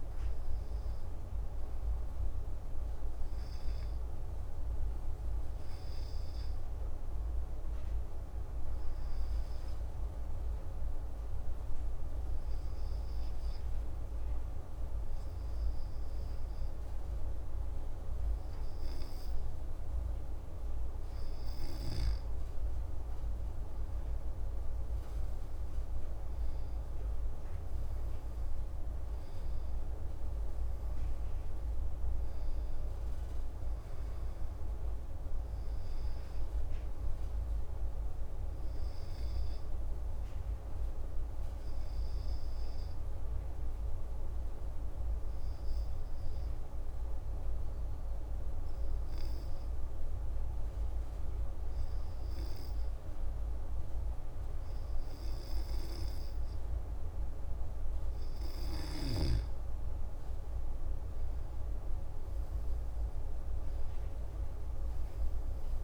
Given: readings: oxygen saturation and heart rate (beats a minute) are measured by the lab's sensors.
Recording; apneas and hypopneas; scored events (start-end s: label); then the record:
breathing in sleep, hard to hear, by a room microphone; 2
7.50-21.50 s: obstructive apnea (oxygen 96% before, 94% lowest)
23.00-28.50 s: arousal
40.50-58.50 s: obstructive apnea (oxygen 97% before, 94% lowest)
60.00-65.84 s: arousal
From the record:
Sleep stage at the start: N2 (light sleep); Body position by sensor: on the back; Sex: male